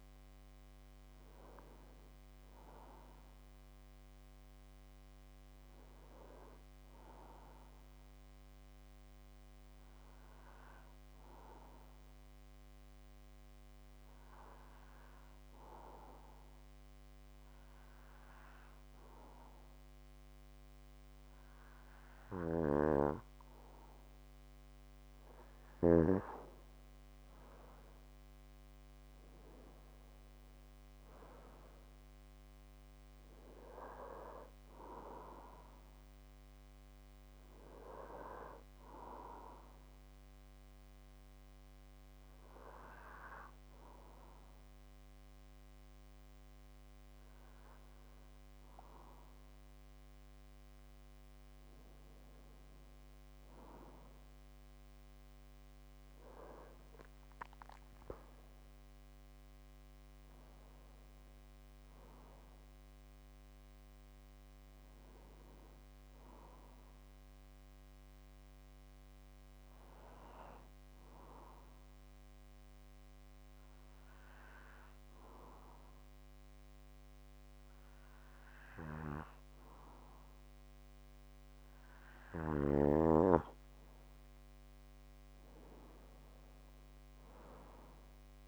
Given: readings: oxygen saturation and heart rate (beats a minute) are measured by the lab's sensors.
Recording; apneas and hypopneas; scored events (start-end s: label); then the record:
breathing in sleep by a microphone on the trachea; 3
0.00-8.50 s: oxygen desaturation (device-marked, oxygen 91% lowest)
11.50-24.00 s: obstructive apnea (oxygen 96% before, 91% lowest)
24.50-51.50 s: oxygen desaturation (device-marked, oxygen 96% before, 91% lowest)
26.00-30.00 s: arousal
40.00-51.50 s: hypopnea (oxygen 96% before, 91% lowest)
55.00-58.00 s: arousal
69.50-83.00 s: hypopnea (oxygen 96% before, 91% lowest)
85.00-88.00 s: arousal
From the record:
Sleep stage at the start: N2 (light sleep); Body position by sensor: on the back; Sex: male